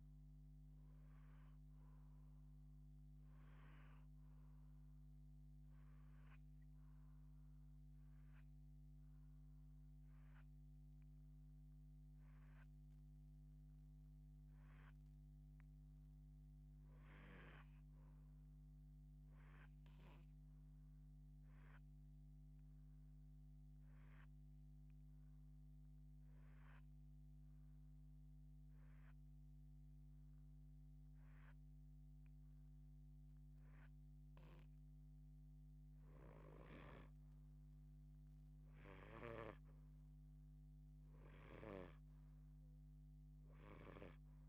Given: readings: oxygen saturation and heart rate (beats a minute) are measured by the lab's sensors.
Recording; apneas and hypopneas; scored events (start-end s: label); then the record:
breathing in sleep by a microphone on the trachea; 1
3.00-34.50 s: hypopnea (oxygen 95% before, 82% lowest)
17.50-44.49 s: oxygen desaturation (device-marked, oxygen 94% before, 82% lowest)
36.50-39.50 s: arousal
38.50-43.50 s: snoring (device-marked)
From the record:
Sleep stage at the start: N2 (light sleep); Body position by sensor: on the left side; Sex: female